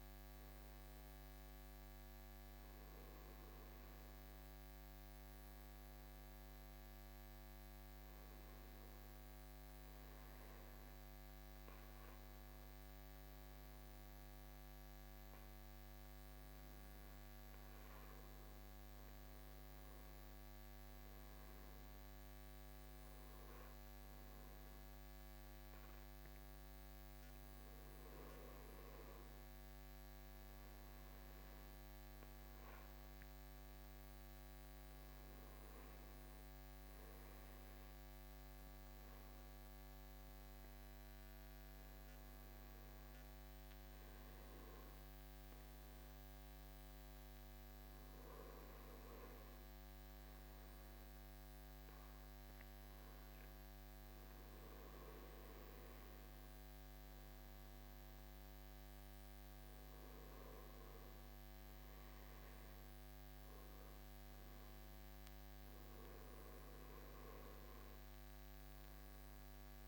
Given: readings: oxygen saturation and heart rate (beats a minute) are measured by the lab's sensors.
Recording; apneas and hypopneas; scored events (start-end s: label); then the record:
breathing in sleep, hard to hear, by a microphone on the trachea; none
none scored
From the record:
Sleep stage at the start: N2 (light sleep); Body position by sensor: on the right side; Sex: male